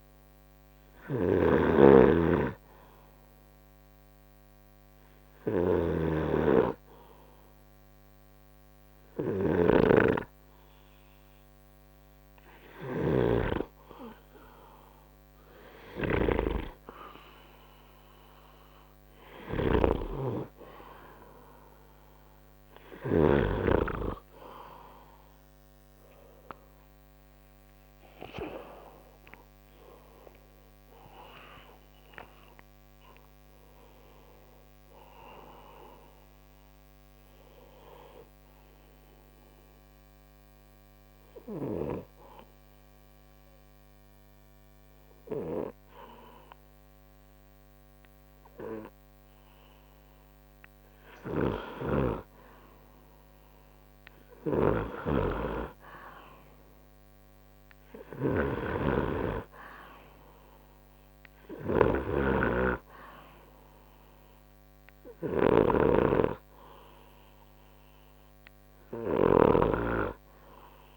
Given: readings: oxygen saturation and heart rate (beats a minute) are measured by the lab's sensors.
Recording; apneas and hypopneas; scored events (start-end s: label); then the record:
breathing in sleep by a microphone on the trachea; 2
0.00-23.50 s: snoring (device-marked)
4.50-17.00 s: hypopnea (oxygen 96% before, 91% lowest, heart rate 60 before, 54 extreme, up 2 after)
20.50-24.50 s: arousal
39.50-51.50 s: hypopnea (oxygen 94% before, 92% lowest)
51.00-70.97 s: snoring (device-marked)
52.50-56.50 s: arousal
62.50-70.97 s: oxygen desaturation (device-marked, oxygen 96% before, 92% lowest)
From the record:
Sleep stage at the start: N2 (light sleep); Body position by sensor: on the right side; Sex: male